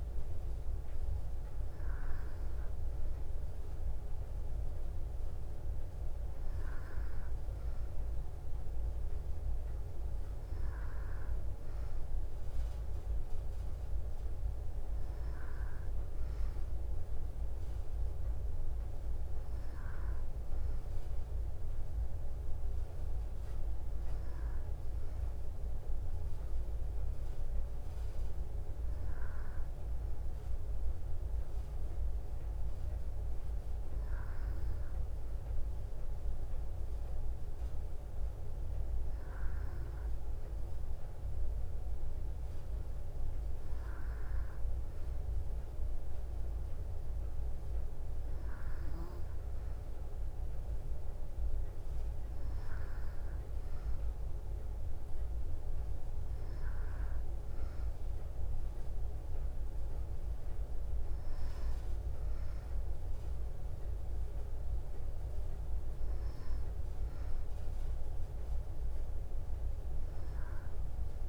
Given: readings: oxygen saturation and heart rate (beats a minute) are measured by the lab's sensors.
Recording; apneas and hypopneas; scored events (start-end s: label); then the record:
breathing in sleep, hard to hear, by a room microphone; none
none scored
From the record:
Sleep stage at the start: N2 (light sleep); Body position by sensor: on the back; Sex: female